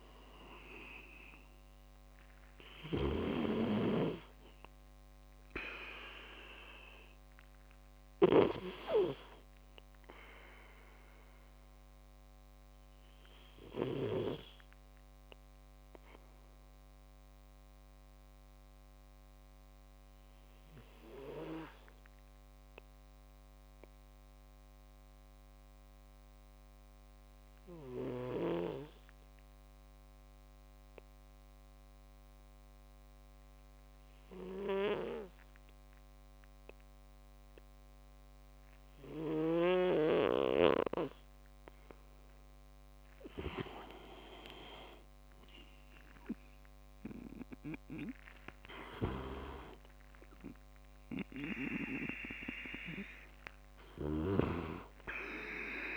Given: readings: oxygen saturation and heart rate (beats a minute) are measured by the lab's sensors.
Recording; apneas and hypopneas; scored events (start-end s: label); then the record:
breathing in sleep by a microphone on the trachea; 1
0.00-9.00 s: oxygen desaturation (device-marked, oxygen 93% lowest)
2.50-14.00 s: snoring (device-marked)
9.00-42.00 s: obstructive apnea (oxygen 99% before, 95% lowest)
44.00-49.00 s: arousal
53.50-55.97 s: snoring (device-marked)
From the record:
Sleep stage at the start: N2 (light sleep); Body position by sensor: on the back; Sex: male